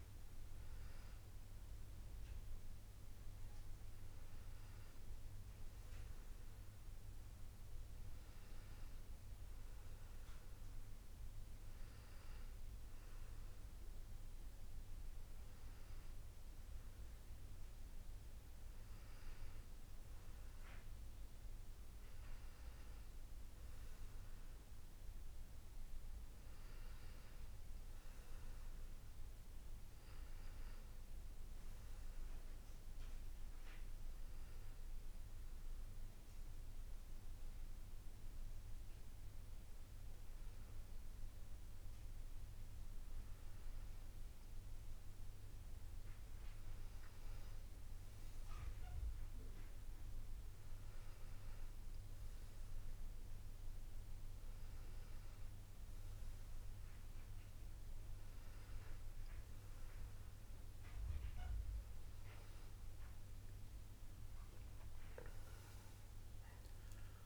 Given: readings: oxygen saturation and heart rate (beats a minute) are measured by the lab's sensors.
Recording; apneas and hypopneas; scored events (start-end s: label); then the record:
breathing in sleep, hard to hear, by a room microphone; none
none scored
From the record:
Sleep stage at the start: N1 (lightest sleep); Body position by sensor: on the back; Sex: male